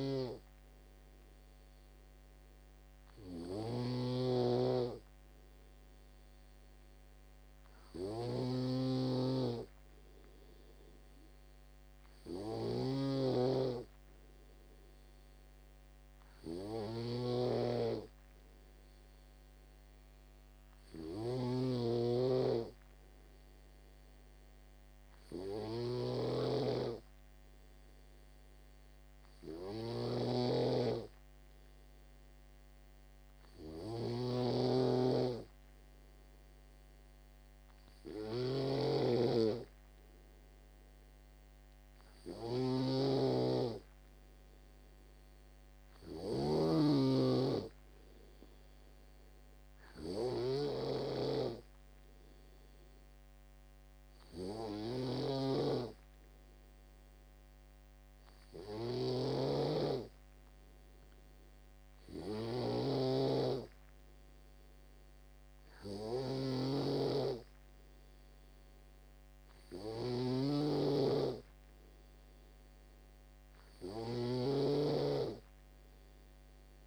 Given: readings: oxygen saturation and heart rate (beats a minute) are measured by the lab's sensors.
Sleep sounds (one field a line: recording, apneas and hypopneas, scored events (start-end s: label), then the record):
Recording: breathing in sleep by a microphone on the trachea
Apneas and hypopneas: none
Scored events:
8.50-13.00 s: snoring (device-marked)
30.00-76.87 s: snoring (device-marked)
From the record:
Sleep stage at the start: N3 (deep sleep)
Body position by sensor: on the back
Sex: male